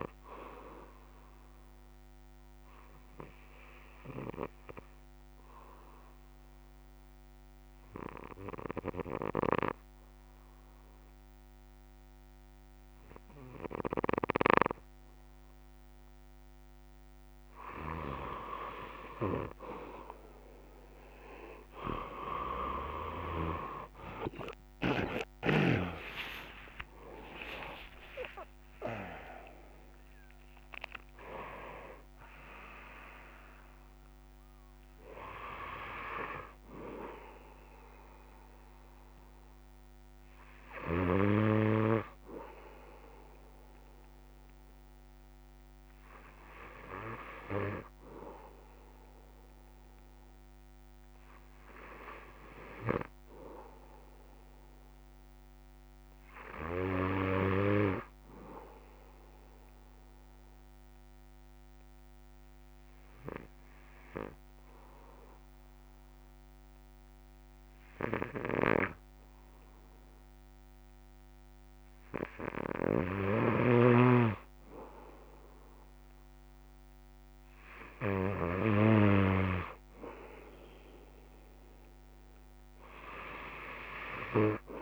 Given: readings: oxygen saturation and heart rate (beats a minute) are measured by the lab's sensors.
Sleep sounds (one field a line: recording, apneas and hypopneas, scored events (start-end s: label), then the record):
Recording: breathing in sleep by a microphone on the trachea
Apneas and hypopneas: 2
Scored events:
5.00-17.50 s: obstructive apnea (oxygen 97% before, 92% lowest, heart rate 59 before, 59 extreme, up 11 after)
7.00-28.00 s: oxygen desaturation (device-marked, oxygen 97% before, 92% lowest, heart rate 59 before, 59 extreme)
60.00-73.00 s: obstructive apnea (oxygen 100% before, 96% lowest, heart rate 67 before, 62 extreme, up 2 after)
From the record:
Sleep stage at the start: N3 (deep sleep)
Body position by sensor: on the back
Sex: male